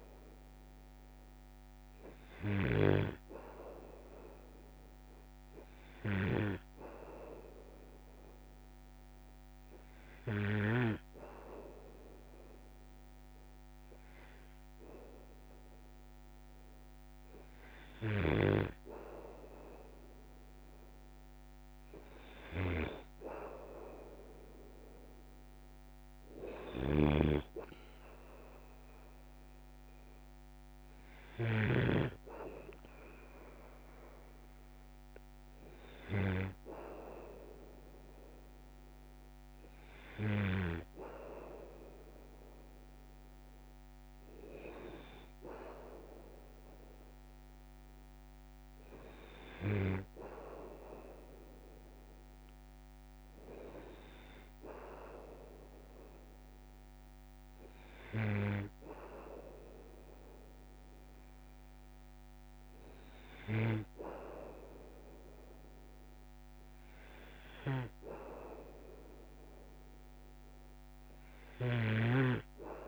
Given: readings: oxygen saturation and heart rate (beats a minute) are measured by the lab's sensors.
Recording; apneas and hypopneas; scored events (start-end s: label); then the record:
breathing in sleep by a microphone on the trachea; none
2.50-11.00 s: snoring (device-marked)
18.00-32.00 s: snoring (device-marked)
67.50-72.88 s: snoring (device-marked)
From the record:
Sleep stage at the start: N2 (light sleep); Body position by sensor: on the back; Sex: male